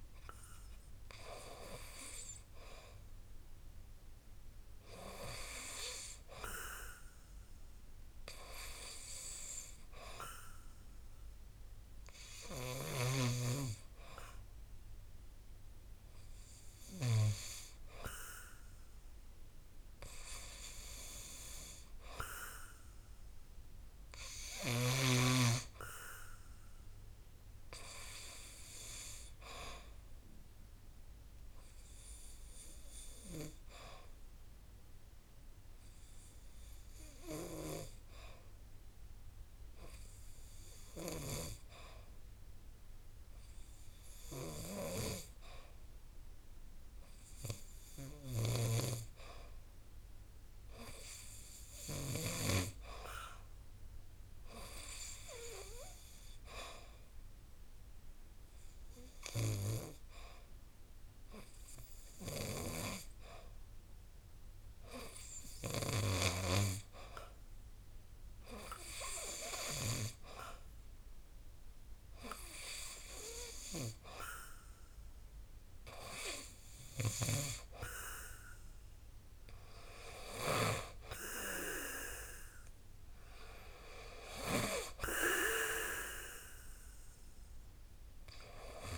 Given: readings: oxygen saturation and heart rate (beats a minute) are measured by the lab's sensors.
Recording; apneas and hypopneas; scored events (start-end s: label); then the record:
breathing in sleep by a room microphone; 1
0.00-15.00 s: oxygen desaturation (device-marked, oxygen 90% lowest, heart rate 58 extreme)
12.50-17.00 s: snoring (device-marked)
20.00-24.00 s: arousal
29.00-73.50 s: hypopnea (oxygen 96% before, 89% lowest, heart rate 60 before, 53 extreme, up 6 after)
48.00-52.00 s: snoring (device-marked)
52.00-76.00 s: oxygen desaturation (device-marked, oxygen 94% before, 89% lowest, heart rate 63 before, 53 extreme)
78.00-82.00 s: arousal
From the record:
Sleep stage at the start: N2 (light sleep); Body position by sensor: on the back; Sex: male